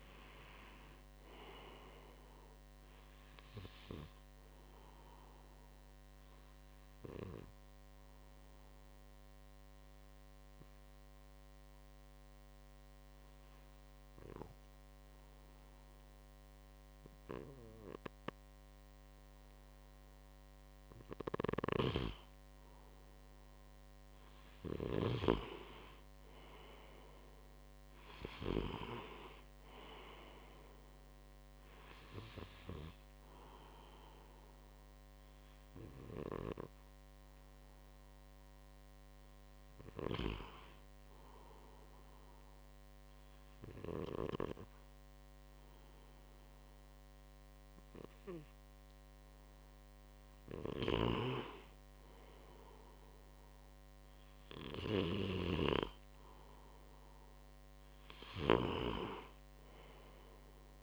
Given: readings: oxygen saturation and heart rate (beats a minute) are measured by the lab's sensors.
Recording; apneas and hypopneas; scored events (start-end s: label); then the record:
breathing in sleep by a microphone on the trachea; 2
6.00-21.00 s: obstructive apnea (oxygen 96% before, 93% lowest, heart rate 70 before, 66 extreme, up 2 after)
24.00-29.00 s: arousal
24.00-40.00 s: oxygen desaturation (device-marked, oxygen 96% before, 93% lowest, heart rate 68 before, 66 extreme)
40.50-50.50 s: obstructive apnea (oxygen 96% before, 94% lowest, heart rate 68 before, 67 extreme, up 2 after)
53.00-57.50 s: arousal
From the record:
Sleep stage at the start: N2 (light sleep); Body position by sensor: on the right side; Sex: male